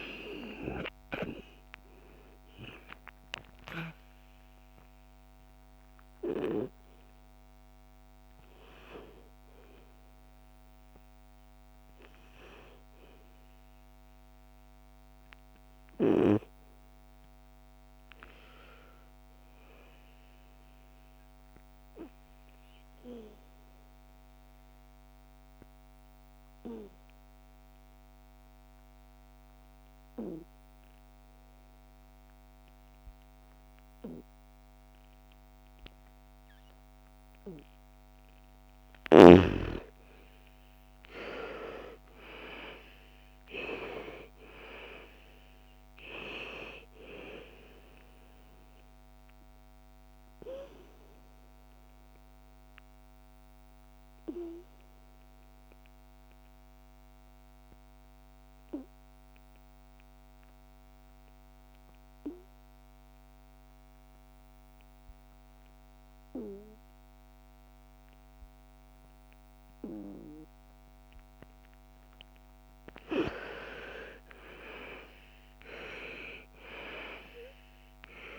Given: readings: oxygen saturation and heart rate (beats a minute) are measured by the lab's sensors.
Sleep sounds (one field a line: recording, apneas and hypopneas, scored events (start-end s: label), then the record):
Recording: breathing in sleep by a microphone on the trachea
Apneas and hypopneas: 2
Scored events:
0.00-21.50 s: oxygen desaturation (device-marked, oxygen 86% lowest, heart rate 56 extreme)
21.00-37.50 s: obstructive apnea (oxygen 98% before, 83% lowest, heart rate 67 before, 54 extreme, up 13 after)
35.50-62.50 s: oxygen desaturation (device-marked, oxygen 97% before, 83% lowest, heart rate 61 before, 54 extreme)
39.50-43.50 s: arousal
48.50-71.50 s: obstructive apnea (oxygen 99% before, 83% lowest, heart rate 61 before, 54 extreme, up 15 after)
70.50-78.39 s: oxygen desaturation (device-marked, oxygen 99% before, 84% lowest, heart rate 57 before, 56 extreme)
73.50-77.50 s: arousal
From the record:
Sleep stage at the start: N2 (light sleep)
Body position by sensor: on the back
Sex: female